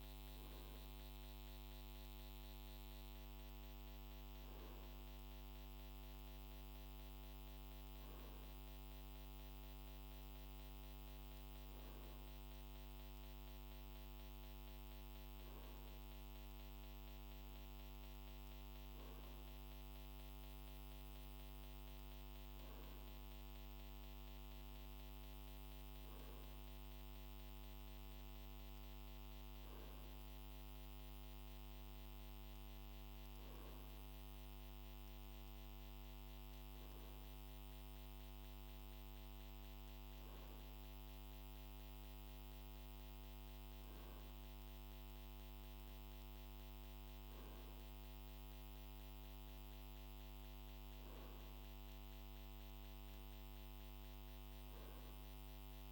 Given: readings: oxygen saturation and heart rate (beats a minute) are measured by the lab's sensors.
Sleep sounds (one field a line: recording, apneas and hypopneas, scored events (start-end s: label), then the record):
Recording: breathing in sleep, hard to hear, by a microphone on the trachea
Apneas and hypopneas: none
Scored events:
none scored
From the record:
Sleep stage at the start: N2 (light sleep)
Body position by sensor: on the right side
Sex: male